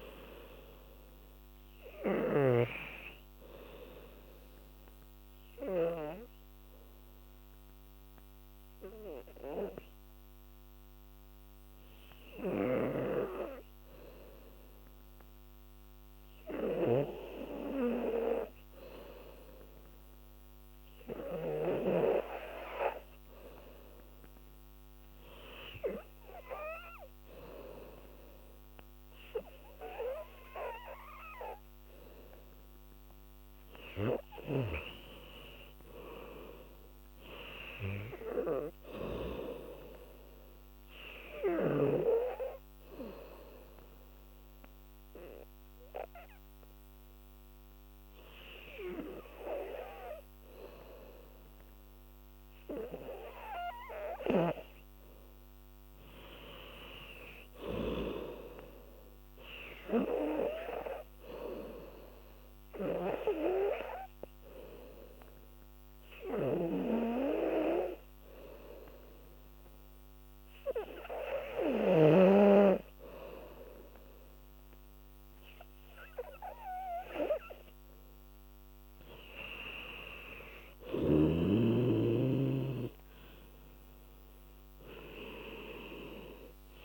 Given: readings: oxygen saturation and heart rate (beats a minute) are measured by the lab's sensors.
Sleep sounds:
breathing in sleep by a microphone on the trachea; 3
0.00-15.00 s: oxygen desaturation (device-marked, oxygen 89% lowest, heart rate 71 extreme)
3.00-33.00 s: obstructive apnea (oxygen 98% before, 89% lowest, heart rate 81 before, 73 extreme, up 9 after)
29.00-54.00 s: oxygen desaturation (device-marked, oxygen 97% before, 91% lowest, heart rate 78 before, 75 extreme)
35.50-39.00 s: arousal
42.50-53.50 s: obstructive apnea (oxygen 99% before, 91% lowest, heart rate 83 before, 75 extreme, up 5 after)
56.00-59.50 s: arousal
62.50-77.00 s: obstructive apnea (oxygen 98% before, 92% lowest, heart rate 78 before, 78 extreme, up 2 after)
78.50-82.00 s: arousal
From the record:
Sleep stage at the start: N2 (light sleep); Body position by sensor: on the back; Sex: female

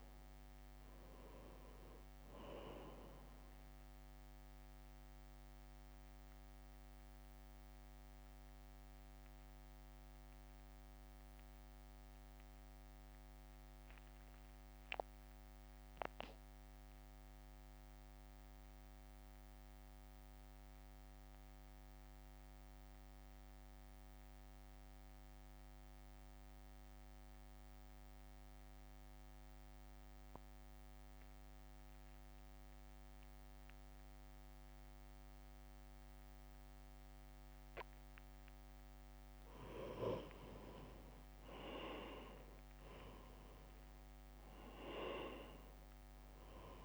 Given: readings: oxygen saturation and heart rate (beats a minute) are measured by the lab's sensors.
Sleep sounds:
breathing in sleep by a microphone on the trachea; 1
0.00-7.50 s: drop in pulse transit time (device-marked, heart rate 54 extreme)
0.00-22.50 s: oxygen desaturation (device-marked, oxygen 84% lowest, heart rate 54 extreme)
4.50-37.50 s: mixed apnea (oxygen 98% before, 84% lowest, heart rate 58 before, 54 extreme, up 9 after)
35.50-46.85 s: oxygen desaturation (device-marked, oxygen 98% before, 85% lowest, heart rate 67 before, 54 extreme)
43.50-46.85 s: arousal
44.50-46.85 s: drop in pulse transit time (device-marked, heart rate 64 before, 54 extreme)
From the record:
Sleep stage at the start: N2 (light sleep); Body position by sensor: on the right side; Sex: male

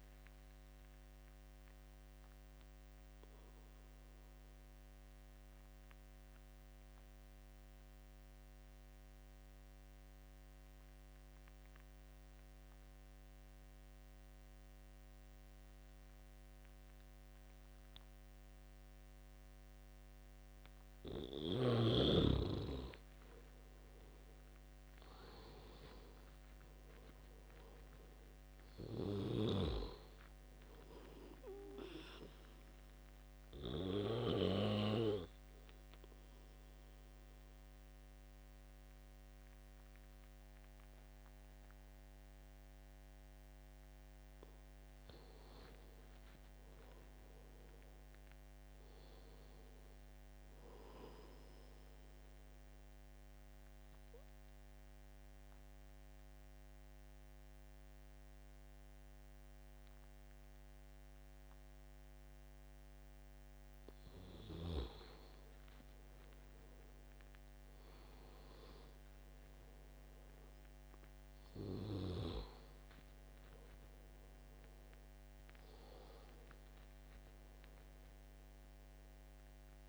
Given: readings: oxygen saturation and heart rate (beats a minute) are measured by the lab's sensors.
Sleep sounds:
breathing in sleep by a microphone on the trachea; 3
0.00-17.50 s: oxygen desaturation (device-marked, oxygen 78% lowest, heart rate 71 extreme)
2.00-21.00 s: obstructive apnea (oxygen 97% before, 78% lowest, heart rate 82 before, 71 extreme, up 9 after)
23.50-27.00 s: arousal
28.50-48.50 s: oxygen desaturation (device-marked, oxygen 98% before, 85% lowest, heart rate 74 before, 70 extreme)
32.50-44.50 s: obstructive apnea (oxygen 98% before, 85% lowest, heart rate 75 before, 70 extreme, up 12 after)
46.50-49.00 s: arousal
53.50-65.00 s: obstructive apnea (oxygen 97% before, 85% lowest, heart rate 77 before, 69 extreme, up 14 after)
67.50-71.50 s: arousal
From the record:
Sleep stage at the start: N2 (light sleep); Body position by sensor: on the back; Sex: male

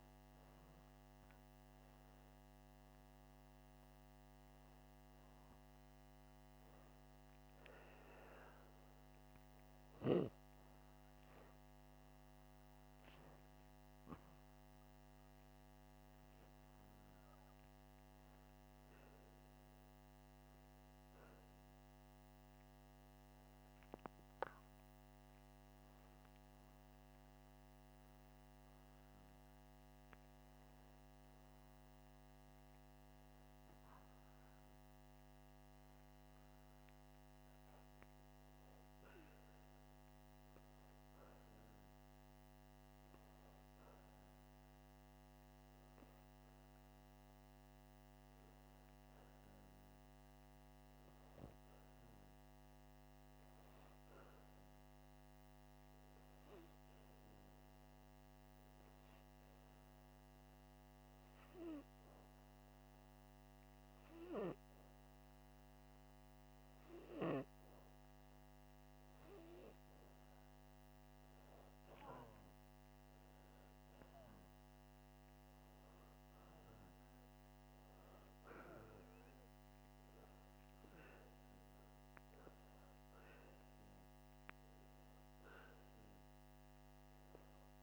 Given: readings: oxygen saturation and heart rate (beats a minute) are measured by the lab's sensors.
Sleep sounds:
breathing in sleep, hard to hear, by a microphone on the trachea; 1
0.00-15.00 s: oxygen desaturation (device-marked, oxygen 90% lowest, heart rate 80 extreme)
12.00-16.50 s: arousal
51.00-62.50 s: hypopnea (oxygen 98% before, 93% lowest, heart rate 83 before, 75 extreme, up 0 after)
70.50-74.50 s: arousal
From the record:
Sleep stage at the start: N2 (light sleep); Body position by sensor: upright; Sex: male

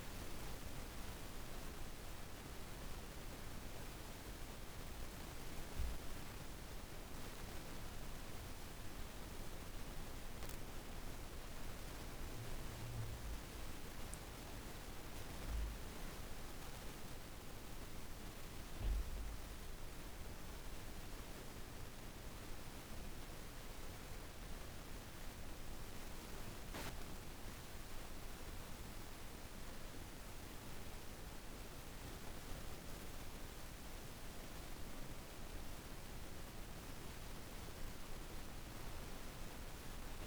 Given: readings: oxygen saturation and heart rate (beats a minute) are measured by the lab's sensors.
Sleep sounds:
breathing in sleep, hard to hear, by a room microphone; none
32.50-37.50 s: arousal
From the record:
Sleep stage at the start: N1 (lightest sleep); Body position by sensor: on the back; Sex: female

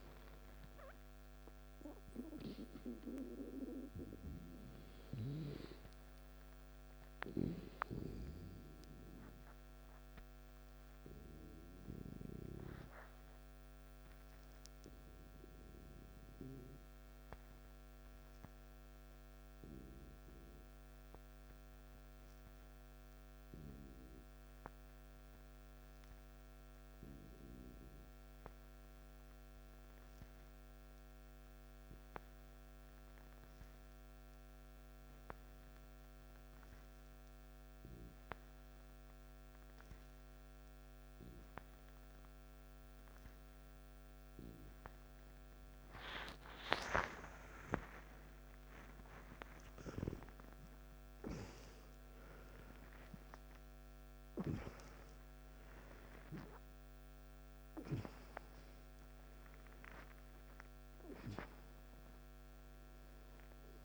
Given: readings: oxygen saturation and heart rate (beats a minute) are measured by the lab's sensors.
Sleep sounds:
breathing in sleep by a microphone on the trachea; 1
0.00-18.00 s: oxygen desaturation (device-marked, oxygen 88% lowest, heart rate 53 extreme)
10.00-46.50 s: hypopnea (oxygen 96% before, 87% lowest, heart rate 61 before, 53 extreme, up 16 after)
36.00-58.00 s: oxygen desaturation (device-marked, oxygen 97% before, 89% lowest, heart rate 55 before, 53 extreme)
47.00-51.50 s: arousal
From the record:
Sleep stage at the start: N2 (light sleep); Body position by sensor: on the back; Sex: male

